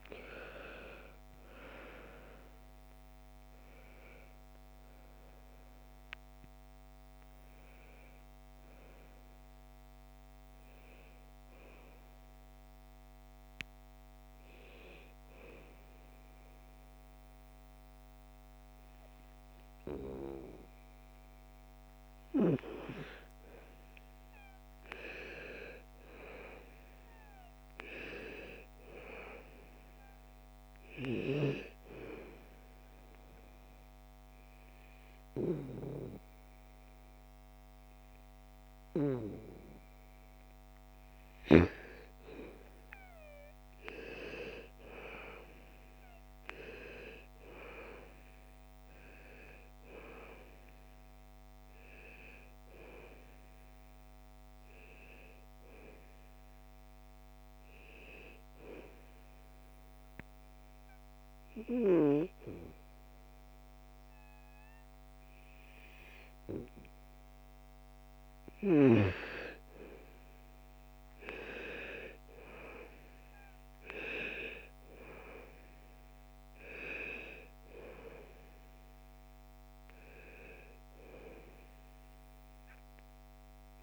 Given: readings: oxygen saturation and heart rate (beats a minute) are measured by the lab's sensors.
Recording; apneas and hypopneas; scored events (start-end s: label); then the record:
a person partly awake in a sleep study, by a microphone on the trachea; 1
11.00-71.00 s: new sleep stage, N1 (lightest sleep)
27.00-43.00 s: oxygen desaturation (device-marked, oxygen 99% before, 93% lowest, heart rate 68 before, 56 extreme)
43.00-49.00 s: arousal
50.00-63.00 s: oxygen desaturation (device-marked, oxygen 97% before, 91% lowest, heart rate 64 before, 55 extreme)
58.00-68.00 s: obstructive apnea (oxygen 97% before, 86% lowest, heart rate 64 before, 54 extreme, up 8 after)
69.50-73.00 s: arousal
71.00-83.83 s: new sleep stage, N2 (light sleep)
75.00-83.83 s: oxygen desaturation (device-marked, oxygen 97% before, 91% lowest, heart rate 60 before, 54 extreme)
From the record:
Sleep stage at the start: awake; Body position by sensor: on the back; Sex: female